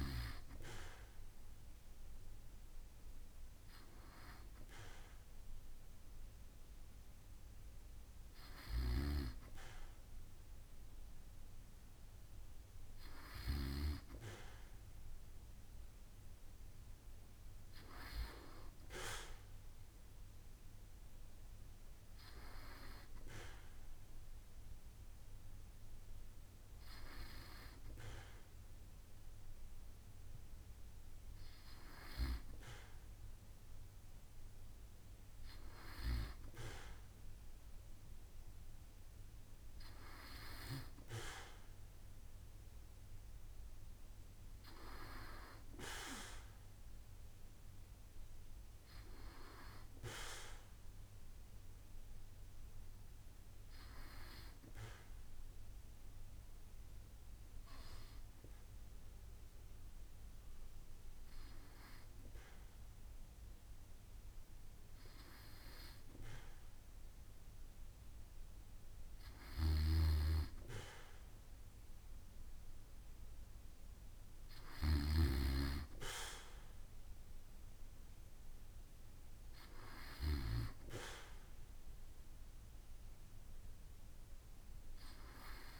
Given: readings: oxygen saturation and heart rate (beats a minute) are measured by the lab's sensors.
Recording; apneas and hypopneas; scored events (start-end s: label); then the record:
breathing in sleep by a room microphone; none
69.50-75.00 s: snoring (device-marked)
From the record:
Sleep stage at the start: N2 (light sleep); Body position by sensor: on the back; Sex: male